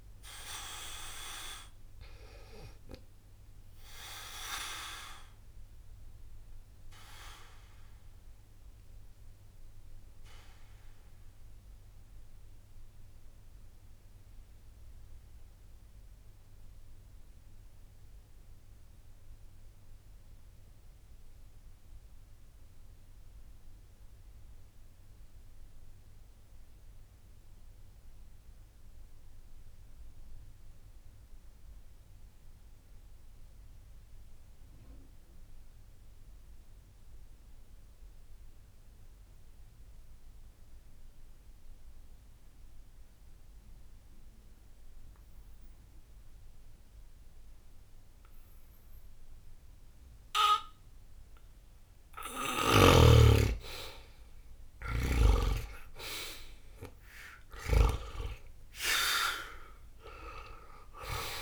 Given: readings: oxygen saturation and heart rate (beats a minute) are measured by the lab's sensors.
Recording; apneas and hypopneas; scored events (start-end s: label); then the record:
breathing in sleep by a room microphone; 1
0.00-29.00 s: oxygen desaturation (device-marked, oxygen 76% lowest, heart rate 60 extreme)
4.50-52.50 s: obstructive apnea (oxygen 95% before, 75% lowest, heart rate 60 before, 60 extreme, up 0 after)
45.00-61.42 s: oxygen desaturation (device-marked, oxygen 99% before, 75% lowest, heart rate 60 before, 59 extreme)
55.00-58.50 s: arousal
From the record:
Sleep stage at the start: N2 (light sleep); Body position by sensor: on the back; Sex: male